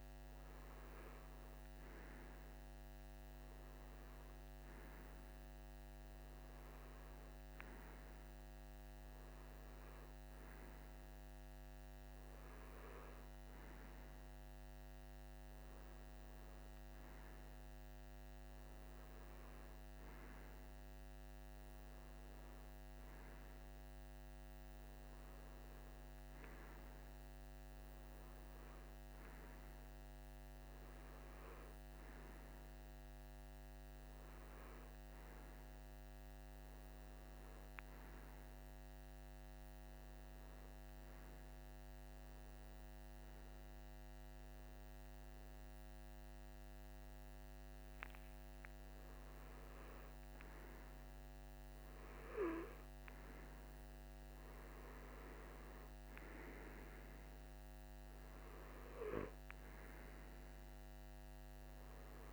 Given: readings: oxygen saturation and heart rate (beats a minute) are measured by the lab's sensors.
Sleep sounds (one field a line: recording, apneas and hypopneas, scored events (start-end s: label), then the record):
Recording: breathing in sleep, hard to hear, by a microphone on the trachea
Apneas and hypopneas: none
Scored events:
58.50-61.50 s: oxygen desaturation (device-marked, oxygen 98% before, 95% lowest, heart rate 64 before, 51 extreme)
From the record:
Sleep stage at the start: REM sleep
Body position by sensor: on the right side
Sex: male